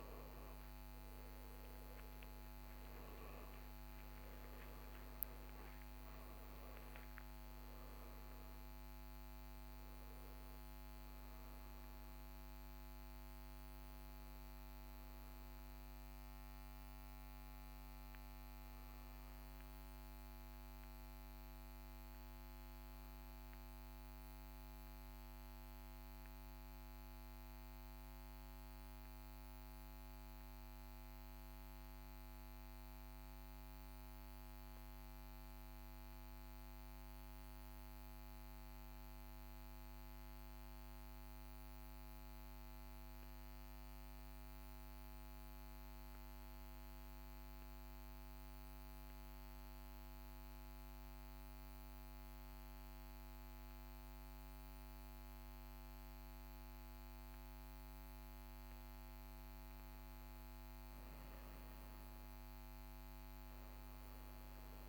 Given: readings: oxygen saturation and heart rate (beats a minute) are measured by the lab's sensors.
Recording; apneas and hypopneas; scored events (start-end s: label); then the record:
breathing in sleep, hard to hear, by a microphone on the trachea; 1
0.00-2.00 s: oxygen desaturation (device-marked, oxygen 94% lowest, heart rate 42 extreme)
21.50-58.00 s: mixed apnea (oxygen 96% before, 91% lowest, heart rate 94 before, 40 extreme, up 1 after)
59.50-64.00 s: arousal
From the record:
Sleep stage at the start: N2 (light sleep); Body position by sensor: on the back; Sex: male